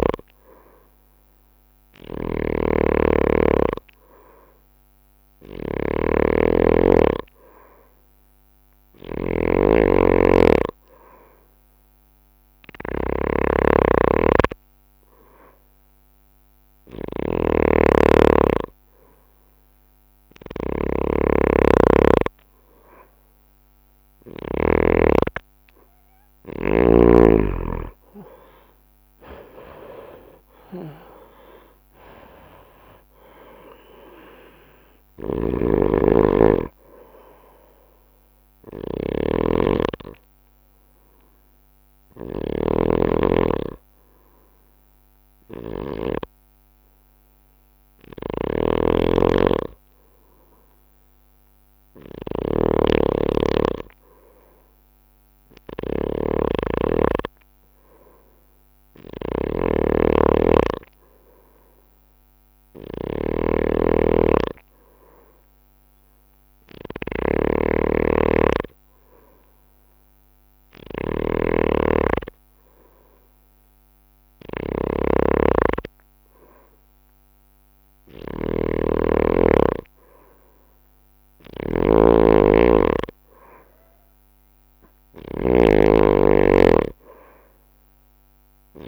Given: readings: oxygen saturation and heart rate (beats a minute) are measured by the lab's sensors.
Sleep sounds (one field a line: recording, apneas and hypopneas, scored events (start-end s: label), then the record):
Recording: breathing in sleep by a microphone on the trachea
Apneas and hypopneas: 1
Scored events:
0.00-1.00 s: arousal
0.00-25.00 s: snoring (device-marked)
5.00-7.00 s: oxygen desaturation (device-marked, oxygen 98% before, 95% lowest)
10.00-18.00 s: bradycardia (device-marked)
27.00-36.00 s: bradycardia (device-marked)
29.00-32.50 s: arousal
35.50-46.50 s: snoring (device-marked)
37.00-54.00 s: bradycardia (device-marked)
48.50-88.88 s: snoring (device-marked)
59.50-62.50 s: arousal
66.50-80.00 s: hypopnea (oxygen 99% before, 92% lowest)
75.00-88.88 s: oxygen desaturation (device-marked, oxygen 96% before, 92% lowest)
From the record:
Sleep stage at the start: N2 (light sleep)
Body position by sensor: on the right side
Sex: male